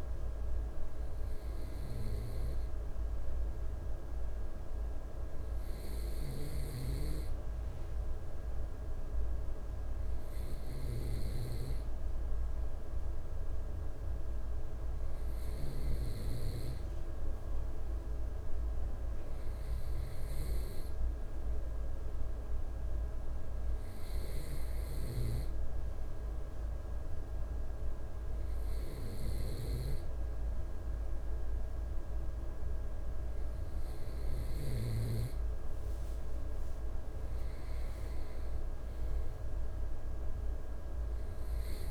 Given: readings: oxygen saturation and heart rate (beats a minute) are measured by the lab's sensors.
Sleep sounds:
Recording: breathing in sleep, hard to hear, by a room microphone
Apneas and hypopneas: none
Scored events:
6.50-12.00 s: snoring (device-marked)
From the record:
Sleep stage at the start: N2 (light sleep)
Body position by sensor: on the right side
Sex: male

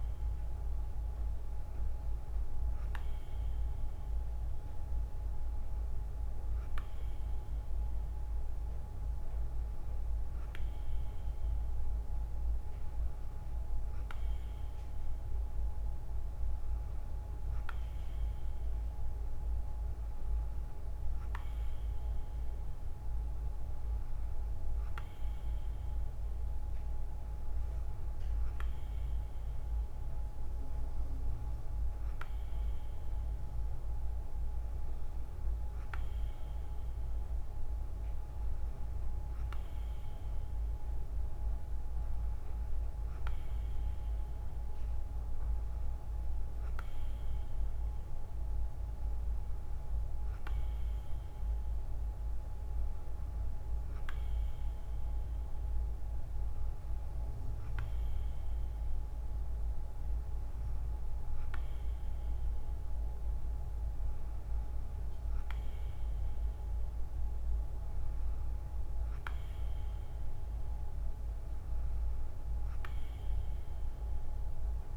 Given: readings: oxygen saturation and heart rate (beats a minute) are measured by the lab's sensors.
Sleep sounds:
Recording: breathing in sleep, hard to hear, by a room microphone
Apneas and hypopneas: none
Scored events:
none scored
From the record:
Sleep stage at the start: N2 (light sleep)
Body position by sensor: on the right side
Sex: female

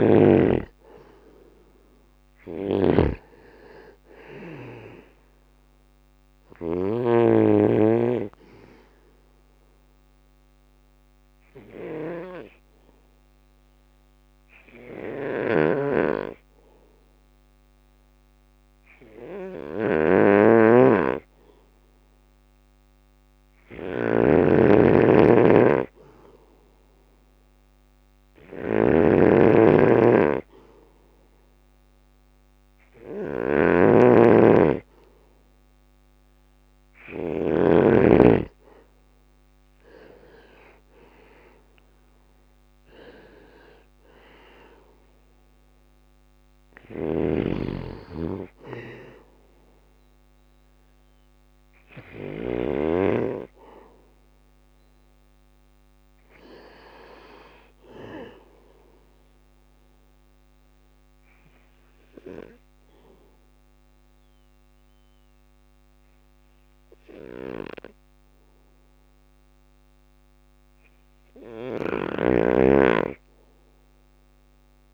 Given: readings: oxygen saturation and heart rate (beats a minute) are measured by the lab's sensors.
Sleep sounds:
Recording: breathing in sleep by a microphone on the trachea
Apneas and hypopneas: 2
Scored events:
0.00-1.50 s: arousal
0.00-6.00 s: snoring (device-marked)
6.50-20.50 s: bradycardia (device-marked, heart rate 60 before, 58 extreme)
8.50-19.50 s: obstructive apnea (oxygen 98% before, 94% lowest, heart rate 61 before, 58 extreme, up 2 after)
14.00-36.00 s: snoring (device-marked)
20.50-24.50 s: arousal
25.50-34.50 s: bradycardia (device-marked, heart rate 60 before, 58 extreme)
39.50-51.50 s: drop in pulse transit time (device-marked, heart rate 59 before, 58 extreme)
45.50-51.50 s: snoring (device-marked)
45.50-52.50 s: bradycardia (device-marked, heart rate 60 before, 58 extreme)
58.50-74.94 s: bradycardia (device-marked, heart rate 60 before, 56 extreme)
59.00-70.00 s: obstructive apnea (oxygen 96% before, 95% lowest, heart rate 61 before, 56 extreme, up 3 after)
70.50-74.94 s: snoring (device-marked)
72.50-74.94 s: arousal
From the record:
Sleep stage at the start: N2 (light sleep)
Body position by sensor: on the back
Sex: male

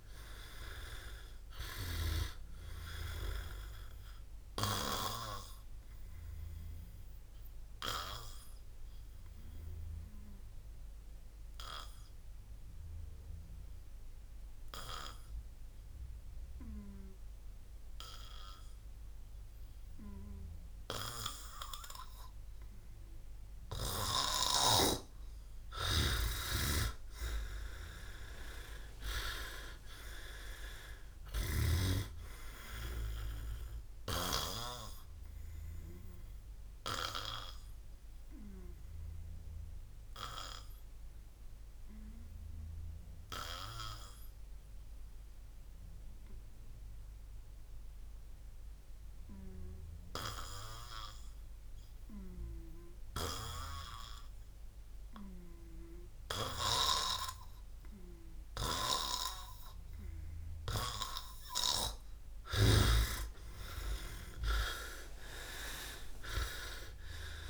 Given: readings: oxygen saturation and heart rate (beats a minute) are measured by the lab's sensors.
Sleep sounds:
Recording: breathing in sleep by a room microphone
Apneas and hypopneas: 2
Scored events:
0.00-1.50 s: arousal
5.50-25.00 s: obstructive apnea (oxygen 94% before, 86% lowest, heart rate 75 before, 47 extreme, up 37 after)
23.00-29.00 s: oxygen desaturation (device-marked, oxygen 97% before, 94% lowest, heart rate 59 before, 47 extreme)
25.50-32.00 s: snoring (device-marked)
28.50-31.50 s: arousal
34.00-43.00 s: oxygen desaturation (device-marked, oxygen 99% before, 95% lowest, heart rate 66 before, 47 extreme)
35.50-61.00 s: obstructive apnea (oxygen 99% before, 86% lowest, heart rate 67 before, 47 extreme, up 46 after)
62.50-67.50 s: snoring (device-marked)
63.50-66.50 s: arousal
From the record:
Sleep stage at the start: N2 (light sleep)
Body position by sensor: on the back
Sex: male

